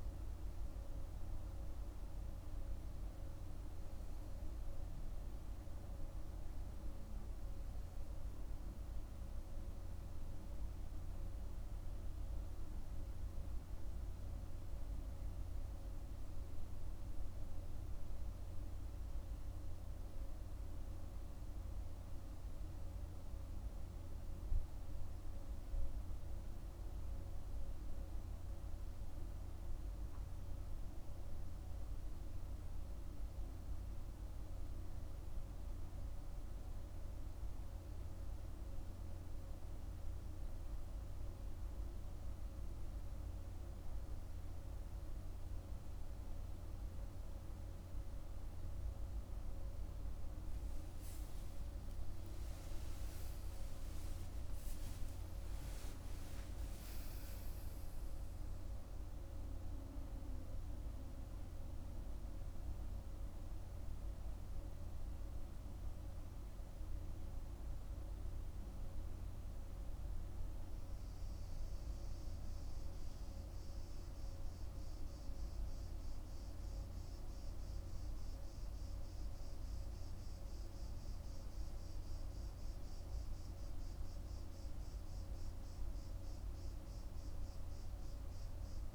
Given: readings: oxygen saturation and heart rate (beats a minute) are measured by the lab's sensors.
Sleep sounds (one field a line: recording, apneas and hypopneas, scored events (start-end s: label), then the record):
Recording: breathing in sleep, hard to hear, by a room microphone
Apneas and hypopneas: none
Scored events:
50.50-54.00 s: arousal
From the record:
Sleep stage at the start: N1 (lightest sleep)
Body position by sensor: on the back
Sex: male